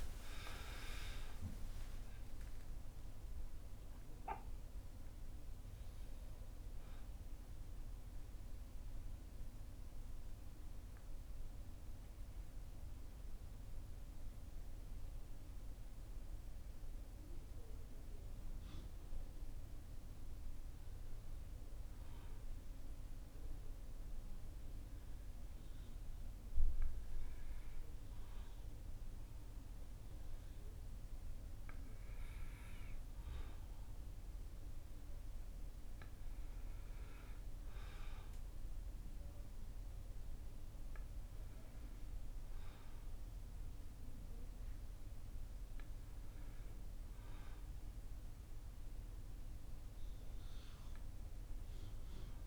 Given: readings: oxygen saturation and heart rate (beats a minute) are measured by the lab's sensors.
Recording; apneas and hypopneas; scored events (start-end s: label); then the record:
a person awake in a sleep study, hard to hear, by a room microphone; none
30.00-52.47 s: new sleep stage, N1 (lightest sleep)
From the record:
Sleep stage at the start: awake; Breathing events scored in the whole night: 340 in 7.2 hours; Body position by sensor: on the back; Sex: male